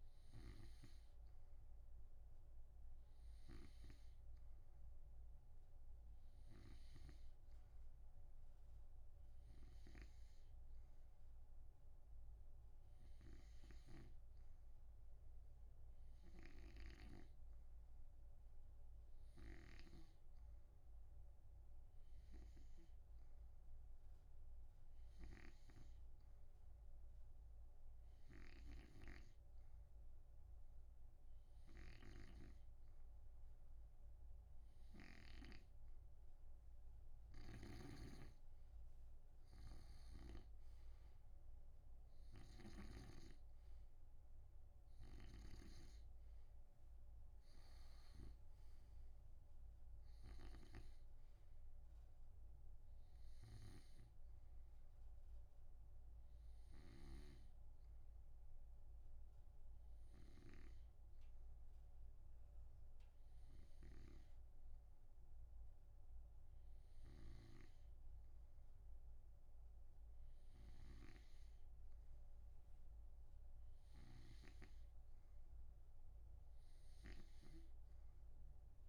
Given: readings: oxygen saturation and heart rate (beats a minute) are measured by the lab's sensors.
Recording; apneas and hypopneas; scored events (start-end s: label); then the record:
breathing in sleep by a room microphone; 2
0.00-1.00 s: snoring (device-marked)
7.00-14.50 s: snoring (device-marked)
9.00-13.00 s: arousal
16.00-32.50 s: hypopnea (oxygen 93% before, 90% lowest)
16.50-20.50 s: snoring (device-marked)
29.00-36.00 s: snoring (device-marked)
35.00-39.00 s: arousal
42.50-56.50 s: oxygen desaturation (device-marked, oxygen 93% before, 90% lowest, heart rate 35 before, 58 extreme)
45.50-57.50 s: snoring (device-marked)
58.00-74.50 s: hypopnea (oxygen 93% before, 90% lowest, heart rate 77 before, 108 extreme, up 59 after)
74.50-78.89 s: snoring (device-marked)
76.50-78.89 s: arousal
From the record:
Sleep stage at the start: N2 (light sleep); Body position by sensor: on the right side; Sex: male